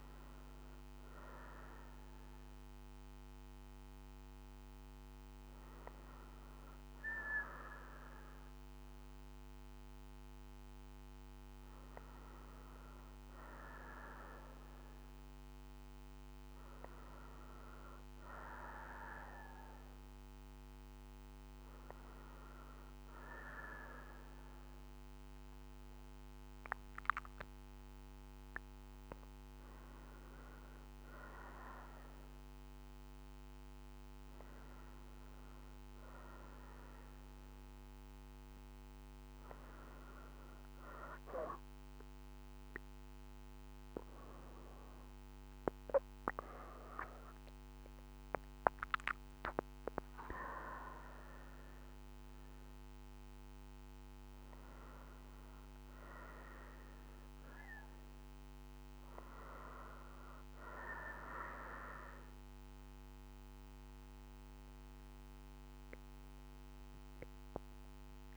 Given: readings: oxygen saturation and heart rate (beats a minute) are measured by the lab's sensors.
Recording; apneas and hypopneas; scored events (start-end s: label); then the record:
breathing in sleep by a microphone on the trachea; none
64.50-68.37 s: arousal
From the record:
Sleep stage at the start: N2 (light sleep); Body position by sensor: on the right side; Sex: female